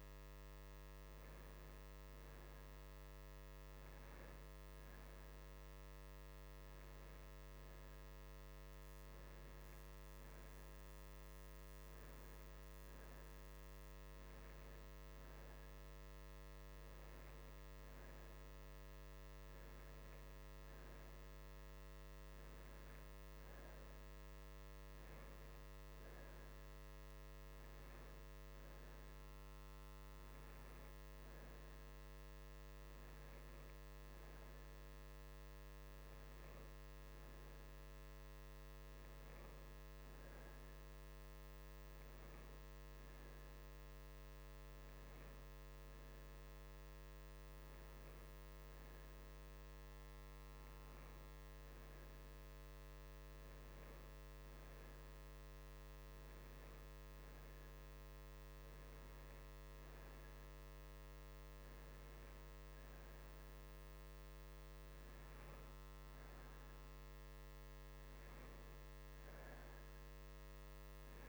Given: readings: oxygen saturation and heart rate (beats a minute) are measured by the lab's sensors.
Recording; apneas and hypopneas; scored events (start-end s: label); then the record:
breathing in sleep, hard to hear, by a microphone on the trachea; none
none scored
From the record:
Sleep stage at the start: N2 (light sleep); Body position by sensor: on the right side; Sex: male